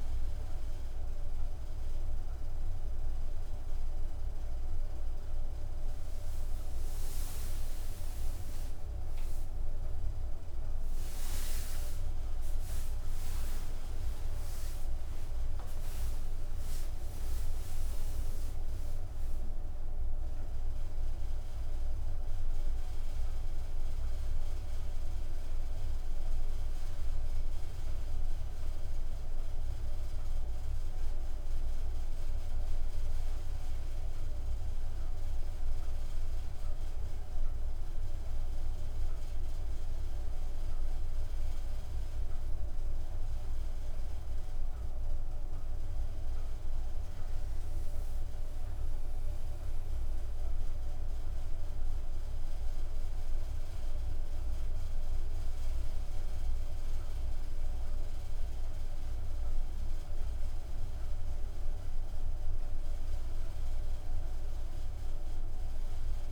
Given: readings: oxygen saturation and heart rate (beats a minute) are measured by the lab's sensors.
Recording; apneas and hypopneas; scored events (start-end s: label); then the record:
breathing in sleep, hard to hear, by a room microphone; none
23.50-66.32 s: new sleep stage, N1 (lightest sleep)
From the record:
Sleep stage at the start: N2 (light sleep); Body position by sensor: on the back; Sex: female